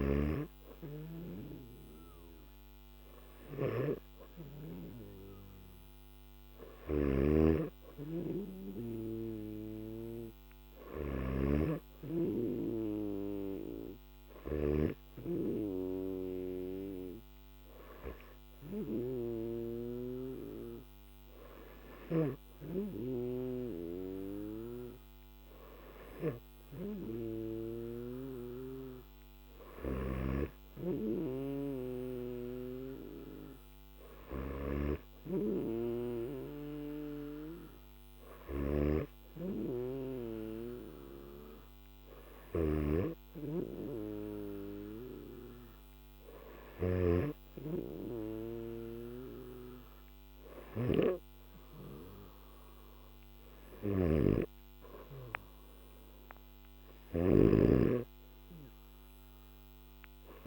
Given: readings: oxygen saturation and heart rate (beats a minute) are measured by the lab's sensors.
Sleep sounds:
breathing in sleep by a microphone on the trachea; none
6.50-11.00 s: snoring (device-marked)
56.50-60.46 s: snoring (device-marked)
From the record:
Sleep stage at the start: N3 (deep sleep); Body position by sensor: on the back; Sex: male

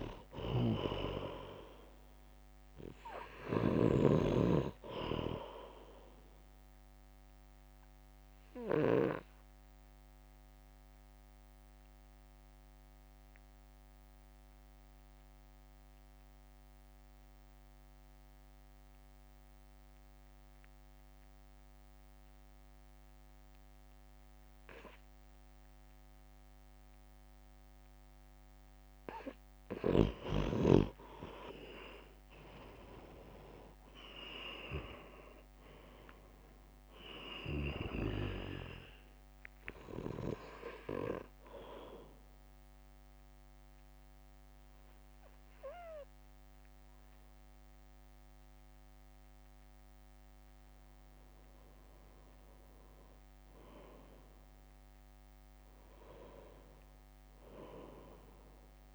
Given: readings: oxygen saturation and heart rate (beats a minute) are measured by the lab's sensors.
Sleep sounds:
breathing in sleep by a microphone on the trachea; 2
0.00-4.00 s: snoring (device-marked)
0.00-13.50 s: oxygen desaturation (device-marked, oxygen 92% lowest, heart rate 52 extreme)
0.50-11.50 s: drop in pulse transit time (device-marked, heart rate 57 before, 53 extreme)
6.50-27.50 s: obstructive apnea (oxygen 97% before, 89% lowest, heart rate 57 before, 53 extreme, up 4 after)
31.50-42.50 s: drop in pulse transit time (device-marked, heart rate 59 before, 53 extreme)
32.50-35.50 s: arousal
41.50-52.50 s: obstructive apnea (oxygen 96% before, 89% lowest, heart rate 59 before, 53 extreme, up 13 after)
48.50-58.95 s: oxygen desaturation (device-marked, oxygen 95% before, 89% lowest, heart rate 57 before, 53 extreme)
53.50-58.95 s: drop in pulse transit time (device-marked, heart rate 56 before, 61 extreme)
54.00-56.50 s: arousal
From the record:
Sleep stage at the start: N2 (light sleep); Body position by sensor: on the right side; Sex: male

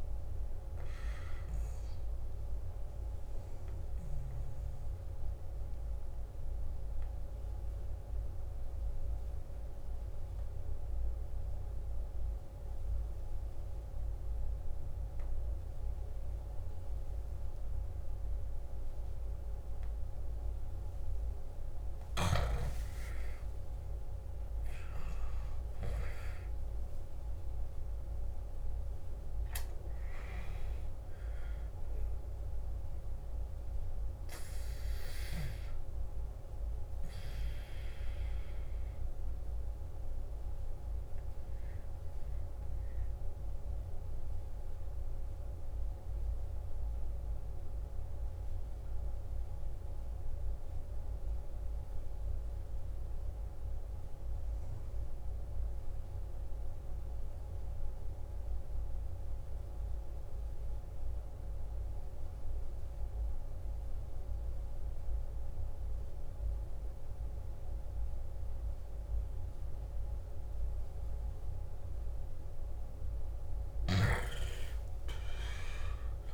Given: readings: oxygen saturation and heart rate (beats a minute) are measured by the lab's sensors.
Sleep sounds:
breathing in sleep by a room microphone; 2
4.50-21.50 s: obstructive apnea (oxygen 97% before, 91% lowest, heart rate 61 before, 54 extreme, up 12 after)
23.50-27.50 s: arousal
26.50-37.50 s: oxygen desaturation (device-marked, oxygen 97% before, 93% lowest, heart rate 56 before, 53 extreme)
39.00-72.00 s: obstructive apnea (oxygen 97% before, 89% lowest, heart rate 62 before, 52 extreme, up 14 after)
64.50-76.34 s: oxygen desaturation (device-marked, oxygen 98% before, 89% lowest, heart rate 55 before, 52 extreme)
73.50-76.34 s: arousal
From the record:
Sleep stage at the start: N2 (light sleep); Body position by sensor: on the back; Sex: male

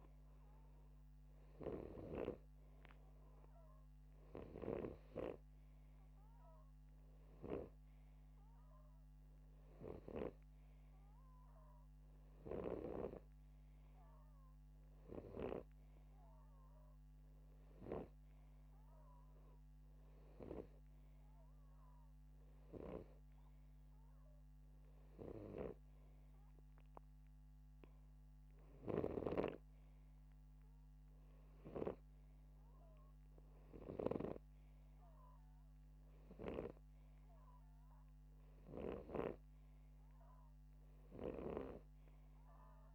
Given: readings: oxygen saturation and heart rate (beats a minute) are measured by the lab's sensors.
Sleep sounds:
breathing in sleep by a microphone on the trachea; none
0.00-3.00 s: snoring (device-marked)
29.50-39.50 s: snoring (device-marked)
From the record:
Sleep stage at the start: N2 (light sleep); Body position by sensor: upright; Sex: male

